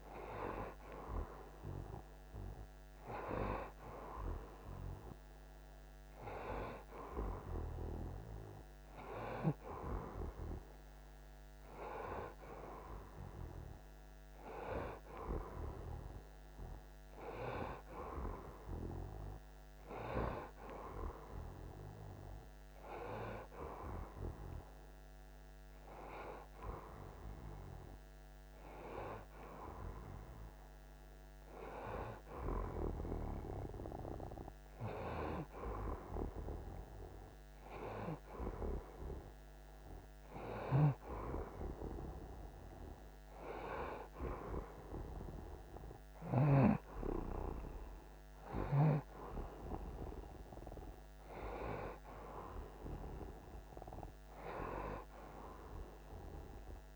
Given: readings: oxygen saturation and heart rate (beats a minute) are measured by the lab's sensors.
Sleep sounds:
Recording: breathing in sleep by a microphone on the trachea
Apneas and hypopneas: none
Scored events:
none scored
From the record:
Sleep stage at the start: N1 (lightest sleep)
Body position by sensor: on the right side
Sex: male

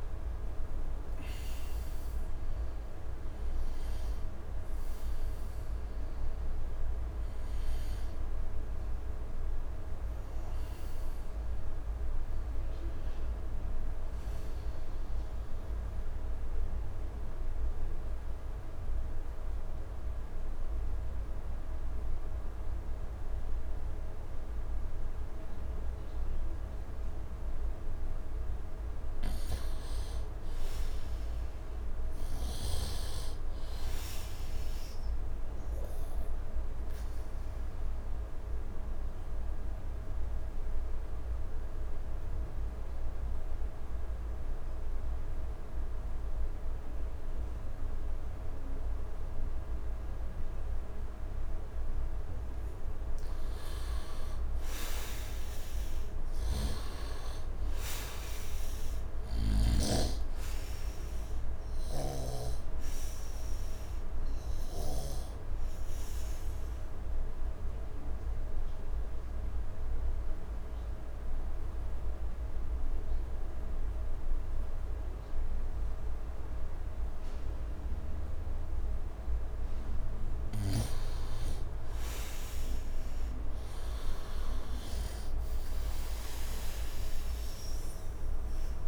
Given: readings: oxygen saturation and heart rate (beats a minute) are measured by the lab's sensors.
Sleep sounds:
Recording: breathing in sleep, hard to hear, by a room microphone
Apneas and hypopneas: 3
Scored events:
0.00-8.50 s: oxygen desaturation (device-marked, oxygen 89% lowest, heart rate 74 extreme)
8.50-11.50 s: arousal
14.50-28.50 s: obstructive apnea (oxygen 98% before, 86% lowest, heart rate 80 before, 74 extreme, up 6 after)
30.00-33.00 s: arousal
33.50-47.50 s: oxygen desaturation (device-marked, oxygen 97% before, 89% lowest, heart rate 75 before, 72 extreme)
37.50-53.50 s: obstructive apnea (oxygen 98% before, 85% lowest, heart rate 76 before, 72 extreme, up 5 after)
54.50-58.00 s: arousal
57.50-75.50 s: oxygen desaturation (device-marked, oxygen 97% before, 86% lowest, heart rate 78 before, 72 extreme)
59.00-62.50 s: snoring (device-marked)
66.50-81.00 s: obstructive apnea (oxygen 97% before, 85% lowest, heart rate 79 before, 72 extreme, up 10 after)
82.00-85.00 s: arousal
83.50-88.88 s: oxygen desaturation (device-marked, oxygen 98% before, 85% lowest, heart rate 75 before, 73 extreme)
From the record:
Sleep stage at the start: N2 (light sleep)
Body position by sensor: on the right side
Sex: male

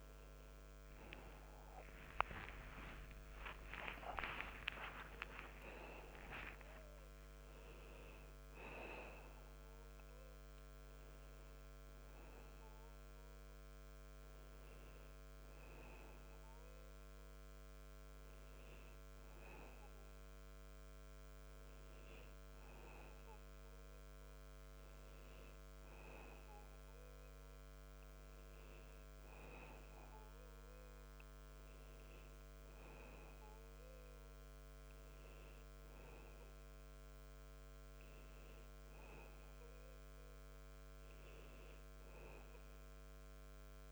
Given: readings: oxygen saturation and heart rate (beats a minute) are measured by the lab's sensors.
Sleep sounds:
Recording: a person partly awake in a sleep study, by a microphone on the trachea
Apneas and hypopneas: none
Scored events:
5.00-43.92 s: new sleep stage, N2 (light sleep)
From the record:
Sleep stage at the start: awake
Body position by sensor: on the back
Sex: male

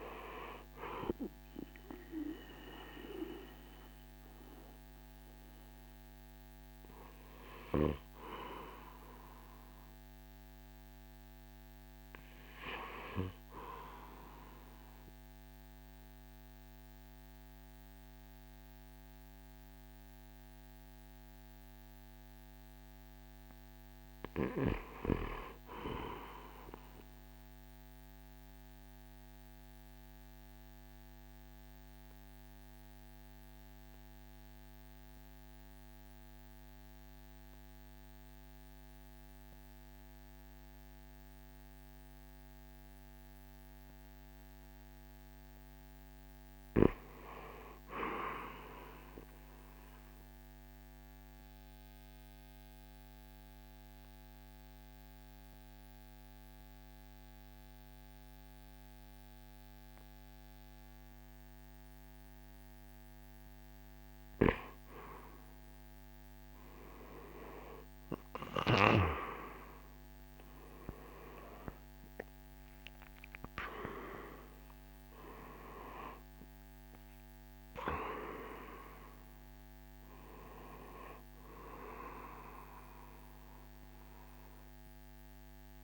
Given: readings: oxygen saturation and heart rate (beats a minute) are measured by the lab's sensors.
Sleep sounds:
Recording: breathing in sleep by a microphone on the trachea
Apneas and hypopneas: 2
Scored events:
0.00-3.00 s: drop in pulse transit time (device-marked, heart rate 62 extreme)
7.00-20.00 s: oxygen desaturation (device-marked, oxygen 94% before, 86% lowest, heart rate 65 before, 54 extreme)
27.00-43.50 s: obstructive apnea (oxygen 97% before, 84% lowest, heart rate 58 before, 53 extreme, up 4 after)
39.00-48.00 s: oxygen desaturation (device-marked, oxygen 97% before, 93% lowest, heart rate 57 before, 53 extreme)
45.00-47.50 s: arousal
49.00-63.00 s: obstructive apnea (oxygen 97% before, 84% lowest, heart rate 56 before, 53 extreme, up 10 after)
53.00-85.84 s: oxygen desaturation (device-marked, oxygen 94% before, 84% lowest, heart rate 55 before, 53 extreme)
56.00-61.00 s: drop in pulse transit time (device-marked, heart rate 56 before, 54 extreme)
69.00-74.50 s: arousal
72.00-85.84 s: drop in pulse transit time (device-marked, heart rate 57 before, 65 extreme)
From the record:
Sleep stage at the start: REM sleep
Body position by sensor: on the right side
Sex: male

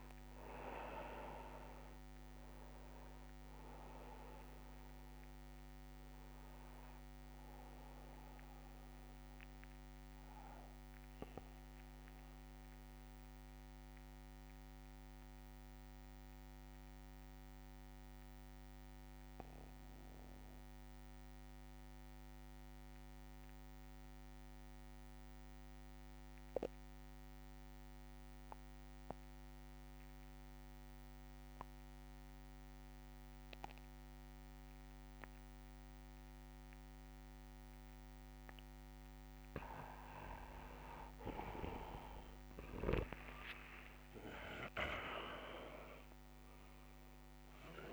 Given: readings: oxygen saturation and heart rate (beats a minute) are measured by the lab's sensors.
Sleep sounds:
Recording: breathing in sleep by a microphone on the trachea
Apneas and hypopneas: 1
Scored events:
0.00-21.00 s: oxygen desaturation (device-marked, oxygen 84% lowest)
8.50-40.00 s: mixed apnea (oxygen 99% before, 84% lowest)
36.00-47.93 s: oxygen desaturation (device-marked, oxygen 99% before, 86% lowest)
42.50-46.50 s: arousal
From the record:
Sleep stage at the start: N2 (light sleep)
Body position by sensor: on the back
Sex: male

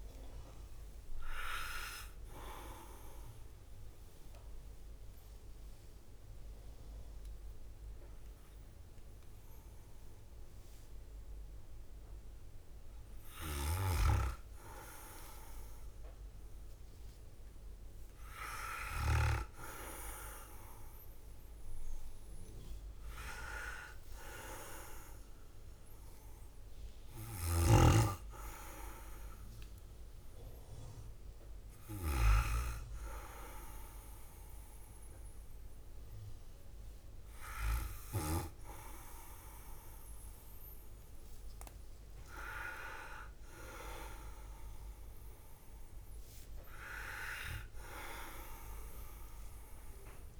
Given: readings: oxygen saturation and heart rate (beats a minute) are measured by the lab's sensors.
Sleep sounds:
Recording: breathing in sleep by a room microphone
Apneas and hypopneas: 1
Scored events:
0.00-19.50 s: oxygen desaturation (device-marked, oxygen 81% lowest, heart rate 52 extreme)
2.50-13.50 s: mixed apnea (oxygen 92% before, 81% lowest, heart rate 75 before, 54 extreme, up 3 after)
17.00-21.00 s: arousal
47.50-50.40 s: drop in pulse transit time (device-marked, heart rate 56 before, 55 extreme)
From the record:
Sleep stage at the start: N2 (light sleep)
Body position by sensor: on the back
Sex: male

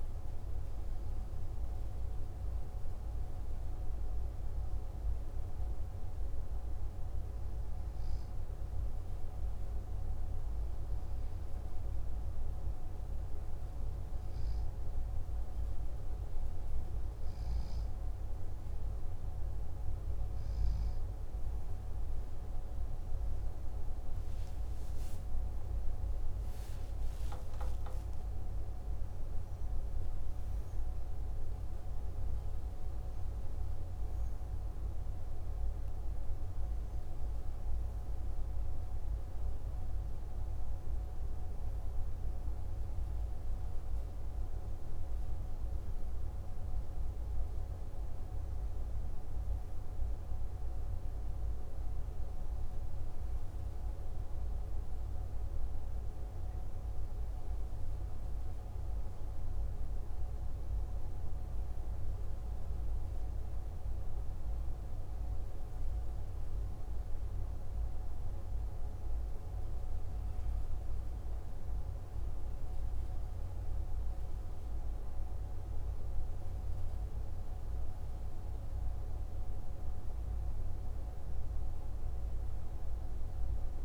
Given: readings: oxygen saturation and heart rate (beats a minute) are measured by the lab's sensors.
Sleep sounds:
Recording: breathing in sleep, hard to hear, by a room microphone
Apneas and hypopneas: none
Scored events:
25.00-30.00 s: arousal
From the record:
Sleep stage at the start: N2 (light sleep)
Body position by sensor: on the left side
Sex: male

